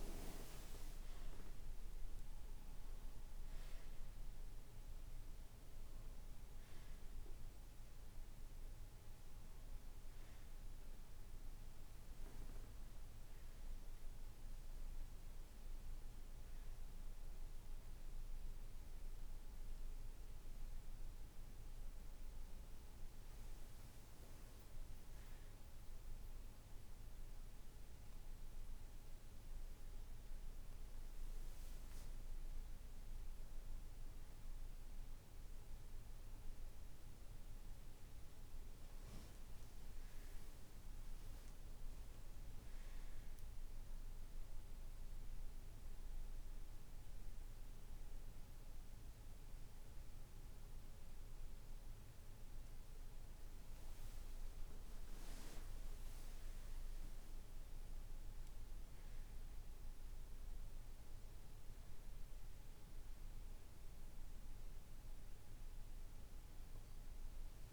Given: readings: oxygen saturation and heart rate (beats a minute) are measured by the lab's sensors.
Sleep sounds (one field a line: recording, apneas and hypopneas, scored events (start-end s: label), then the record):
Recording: breathing in sleep, hard to hear, by a room microphone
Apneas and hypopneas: 1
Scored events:
44.50-55.50 s: hypopnea (oxygen 97% before, 95% lowest, heart rate 69 before, 63 extreme, up 9 after)
57.50-61.50 s: arousal
From the record:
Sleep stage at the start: N1 (lightest sleep)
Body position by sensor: on the back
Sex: male